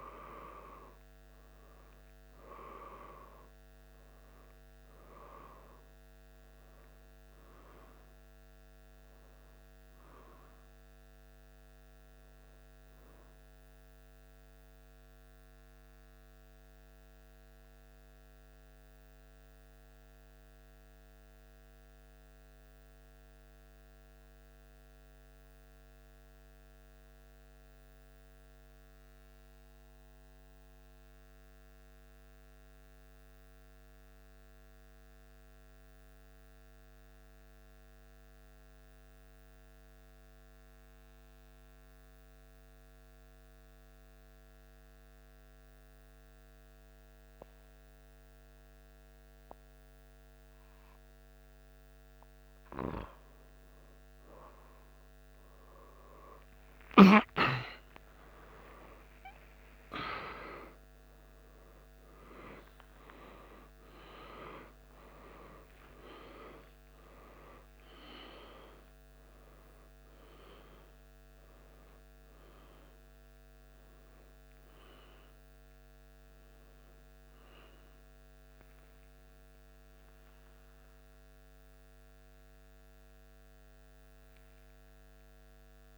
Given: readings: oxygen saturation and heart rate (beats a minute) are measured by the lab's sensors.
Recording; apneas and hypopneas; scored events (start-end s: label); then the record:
a person awake in a sleep study, by a microphone on the trachea; 1
13.50-51.00 s: mixed apnea (oxygen 95% before, 92% lowest, heart rate 77 before, 74 extreme, up 1 after)
41.50-85.98 s: new sleep stage, awake
52.50-60.50 s: oxygen desaturation (device-marked, oxygen 96% before, 93% lowest, heart rate 75 before, 74 extreme)
From the record:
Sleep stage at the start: N2 (light sleep); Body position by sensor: on the back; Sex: male